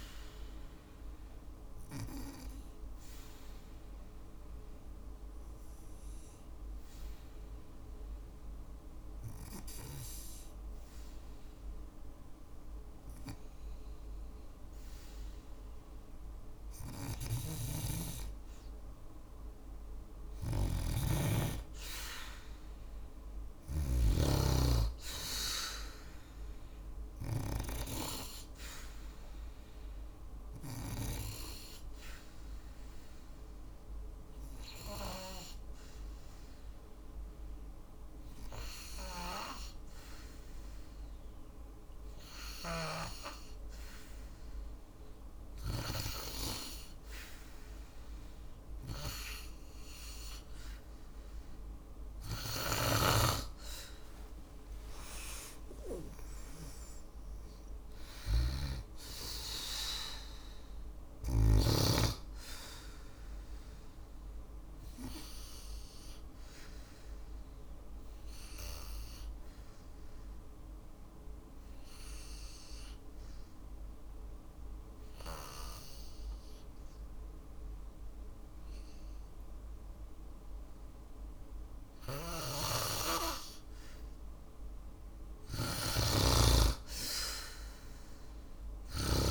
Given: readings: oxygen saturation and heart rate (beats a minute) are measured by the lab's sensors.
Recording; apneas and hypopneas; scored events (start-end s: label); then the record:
breathing in sleep by a room microphone; 3
0.00-13.00 s: oxygen desaturation (device-marked, oxygen 92% lowest, heart rate 52 extreme)
2.00-17.50 s: obstructive apnea (oxygen 96% before, 92% lowest, heart rate 57 before, 52 extreme, up 4 after)
16.00-23.00 s: snoring (device-marked)
20.50-23.50 s: arousal
26.00-42.00 s: oxygen desaturation (device-marked, oxygen 97% before, 93% lowest, heart rate 55 before, 54 extreme)
30.50-50.00 s: obstructive apnea (oxygen 97% before, 92% lowest, heart rate 55 before, 54 extreme, up 5 after)
51.50-60.50 s: snoring (device-marked)
52.50-57.00 s: arousal
65.50-82.50 s: obstructive apnea (oxygen 96% before, 90% lowest, heart rate 58 before, 54 extreme, up 2 after)
81.00-88.50 s: snoring (device-marked)
84.50-89.00 s: arousal
From the record:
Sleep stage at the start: N2 (light sleep); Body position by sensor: on the back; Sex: female